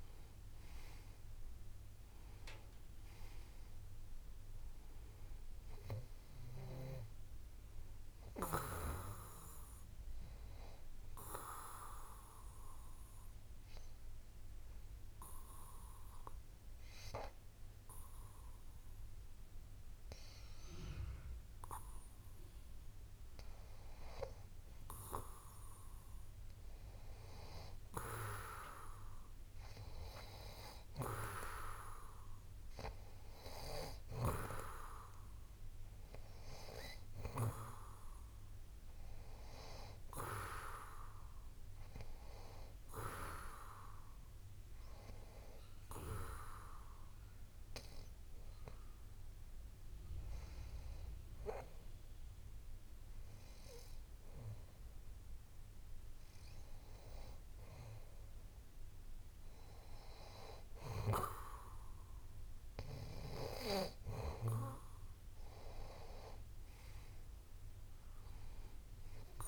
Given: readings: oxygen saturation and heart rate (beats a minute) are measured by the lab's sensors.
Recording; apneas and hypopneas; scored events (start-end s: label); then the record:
breathing in sleep by a room microphone; 2
0.00-3.50 s: arousal
0.00-7.00 s: oxygen desaturation (device-marked, oxygen 91% lowest)
11.00-23.00 s: obstructive apnea (oxygen 95% before, 91% lowest)
25.50-29.50 s: arousal
44.00-56.00 s: hypopnea (oxygen 95% before, 91% lowest)
59.00-62.50 s: arousal
From the record:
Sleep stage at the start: N2 (light sleep); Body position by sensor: on the back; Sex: male